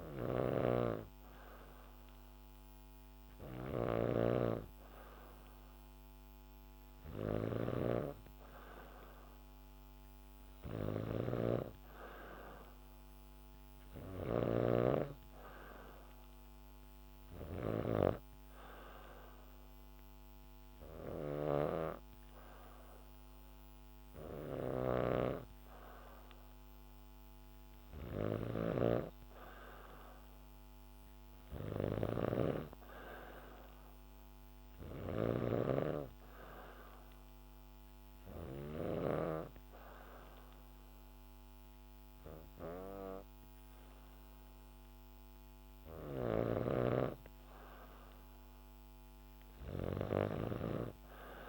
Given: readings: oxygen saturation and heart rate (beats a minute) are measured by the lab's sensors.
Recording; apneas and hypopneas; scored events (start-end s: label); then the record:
breathing in sleep by a microphone on the trachea; 1
0.00-17.50 s: snoring (device-marked)
11.50-15.00 s: arousal
18.50-29.00 s: obstructive apnea (oxygen 96% before, 93% lowest, heart rate 70 before, 70 extreme, up 1 after)
24.00-38.50 s: snoring (device-marked)
31.50-35.00 s: arousal
45.50-51.48 s: snoring (device-marked)
From the record:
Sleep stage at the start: N2 (light sleep); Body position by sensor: on the back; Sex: female